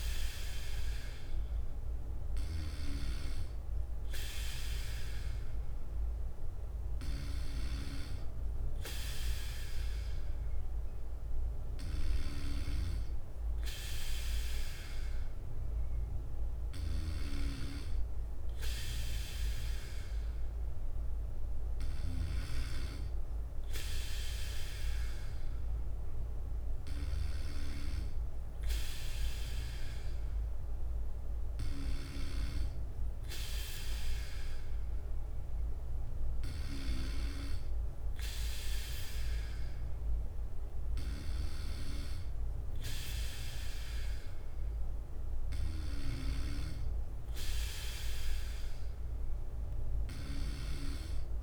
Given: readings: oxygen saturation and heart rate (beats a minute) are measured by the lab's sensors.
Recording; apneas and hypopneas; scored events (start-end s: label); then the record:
breathing in sleep by a room microphone; none
0.00-9.50 s: bradycardia (device-marked, heart rate 57 extreme)
10.50-19.50 s: bradycardia (device-marked, heart rate 59 before, 58 extreme)
21.50-23.50 s: bradycardia (device-marked, heart rate 59 before, 59 extreme)
26.50-42.50 s: bradycardia (device-marked, heart rate 59 before, 58 extreme)
49.50-51.43 s: bradycardia (device-marked, heart rate 59 before, 60 extreme)
From the record:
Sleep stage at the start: N3 (deep sleep); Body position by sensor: on the back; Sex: male